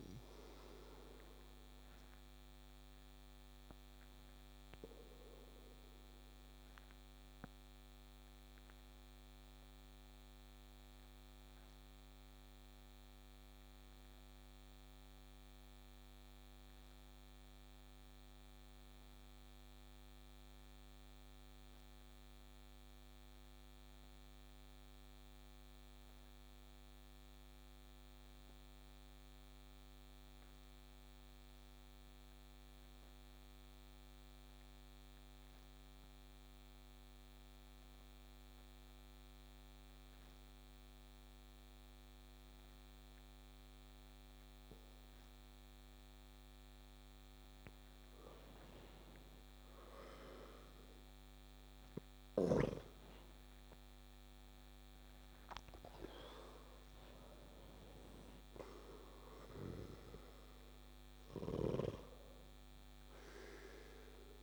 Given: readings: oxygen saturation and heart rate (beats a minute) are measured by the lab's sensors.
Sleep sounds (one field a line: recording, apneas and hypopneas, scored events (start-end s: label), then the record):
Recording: breathing in sleep by a microphone on the trachea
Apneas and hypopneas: 1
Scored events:
0.00-23.50 s: oxygen desaturation (device-marked, oxygen 90% lowest)
1.50-47.00 s: obstructive apnea (oxygen 97% before, 86% lowest)
41.50-64.42 s: oxygen desaturation (device-marked, oxygen 95% before, 86% lowest)
49.50-55.50 s: arousal
From the record:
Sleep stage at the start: N2 (light sleep)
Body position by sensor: on the back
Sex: male